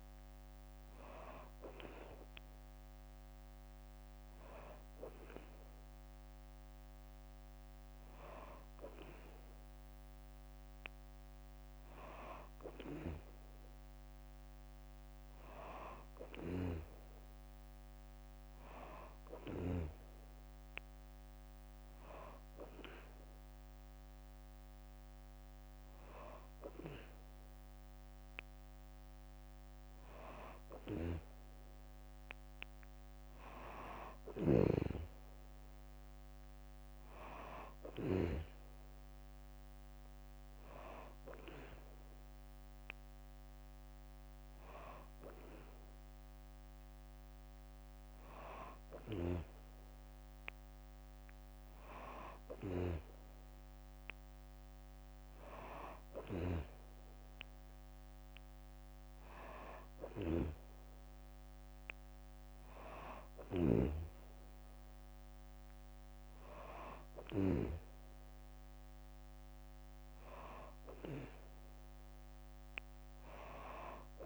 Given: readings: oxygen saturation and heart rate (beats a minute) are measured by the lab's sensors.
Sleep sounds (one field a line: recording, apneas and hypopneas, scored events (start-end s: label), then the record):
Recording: breathing in sleep by a microphone on the trachea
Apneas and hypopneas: none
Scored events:
34.00-38.00 s: snoring (device-marked)
From the record:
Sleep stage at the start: N3 (deep sleep)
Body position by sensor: on the back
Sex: female